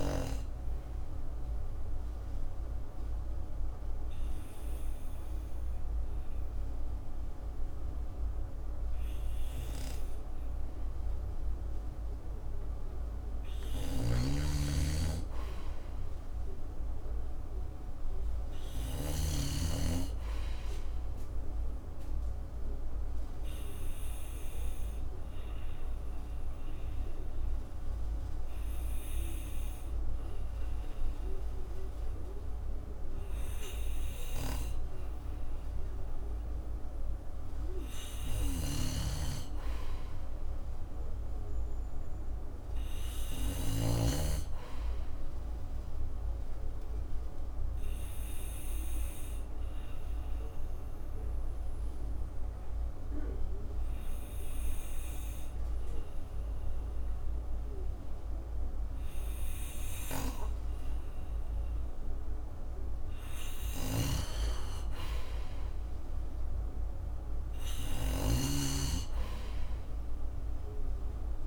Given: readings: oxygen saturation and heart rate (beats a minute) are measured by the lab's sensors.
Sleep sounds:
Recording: breathing in sleep by a room microphone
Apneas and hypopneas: 3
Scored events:
1.00-12.50 s: obstructive apnea (oxygen 97% before, 89% lowest, heart rate 62 before, 55 extreme, up 7 after)
14.00-18.00 s: arousal
14.00-19.50 s: snoring (device-marked)
21.50-34.50 s: obstructive apnea (oxygen 97% before, 89% lowest, heart rate 63 before, 55 extreme, up 6 after)
22.50-39.50 s: oxygen desaturation (device-marked, oxygen 94% before, 89% lowest, heart rate 63 before, 55 extreme)
38.50-44.00 s: snoring (device-marked)
41.50-45.50 s: arousal
48.50-63.00 s: obstructive apnea (oxygen 95% before, 90% lowest, heart rate 59 before, 57 extreme, up 7 after)
64.00-68.50 s: snoring (device-marked)
65.00-69.00 s: arousal
From the record:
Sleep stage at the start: N2 (light sleep)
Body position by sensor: on the back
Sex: male

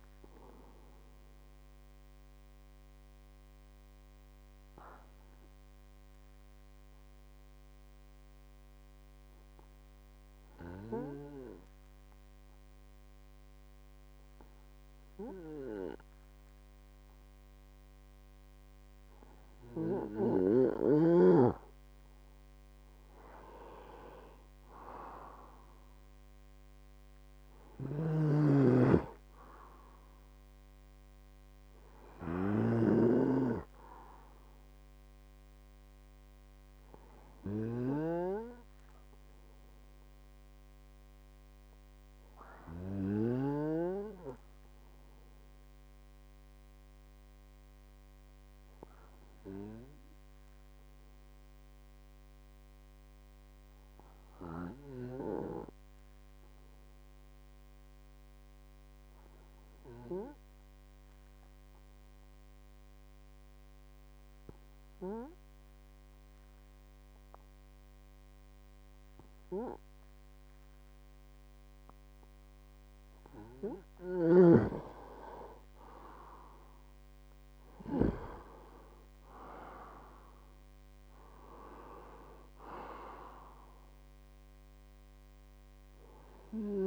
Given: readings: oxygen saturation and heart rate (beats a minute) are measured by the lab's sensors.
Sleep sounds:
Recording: breathing in sleep by a microphone on the trachea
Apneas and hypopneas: 2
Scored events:
4.50-19.50 s: obstructive apnea (oxygen 99% before, 95% lowest, heart rate 72 before, 55 extreme, up 34 after)
20.00-53.00 s: oxygen desaturation (device-marked, oxygen 98% before, 95% lowest, heart rate 68 before, 55 extreme)
21.00-24.50 s: arousal
27.50-38.00 s: snoring (device-marked)
55.00-74.00 s: obstructive apnea (oxygen 99% before, 93% lowest, heart rate 64 before, 50 extreme, up 34 after)
76.00-79.50 s: arousal
85.00-86.87 s: oxygen desaturation (device-marked, oxygen 96% before, 93% lowest, heart rate 71 before, 50 extreme)
From the record:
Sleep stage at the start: N2 (light sleep)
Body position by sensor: on the right side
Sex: male

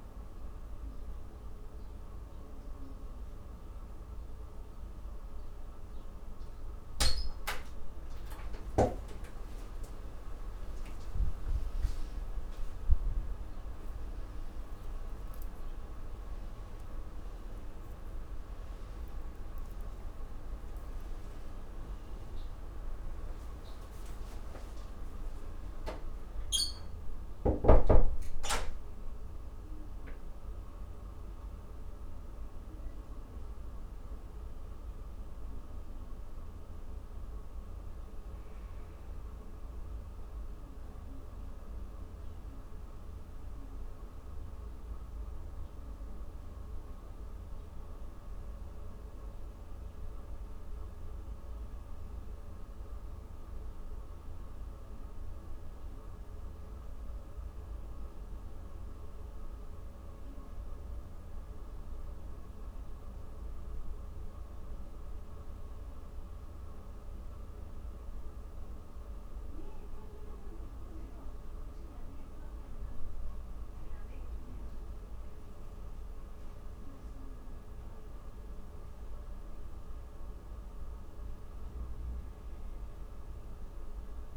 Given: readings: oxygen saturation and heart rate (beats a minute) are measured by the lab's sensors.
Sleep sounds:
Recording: a person partly awake in a sleep study, hard to hear, by a room microphone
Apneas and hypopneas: none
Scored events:
32.50-62.50 s: new sleep stage, N1 (lightest sleep)
62.50-84.37 s: new sleep stage, N2 (light sleep)
From the record:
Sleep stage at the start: awake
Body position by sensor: on the back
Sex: female

